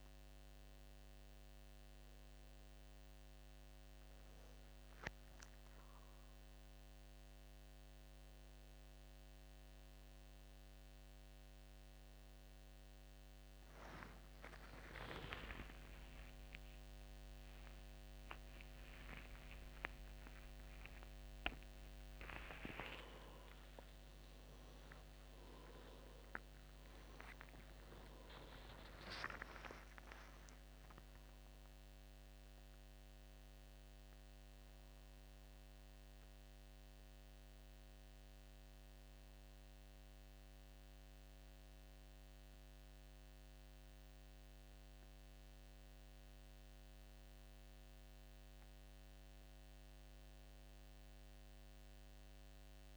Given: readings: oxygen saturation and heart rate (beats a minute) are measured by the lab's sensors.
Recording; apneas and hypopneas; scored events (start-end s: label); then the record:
a person awake in a sleep study, by a microphone on the trachea; none
0.00-20.50 s: oxygen desaturation (device-marked, oxygen 93% lowest, heart rate 25 extreme)
22.50-52.50 s: new sleep stage, awake
32.50-52.97 s: bradycardia (device-marked)
52.50-52.97 s: new sleep stage, N1 (lightest sleep)
From the record:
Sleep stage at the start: N1 (lightest sleep); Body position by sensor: on the back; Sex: male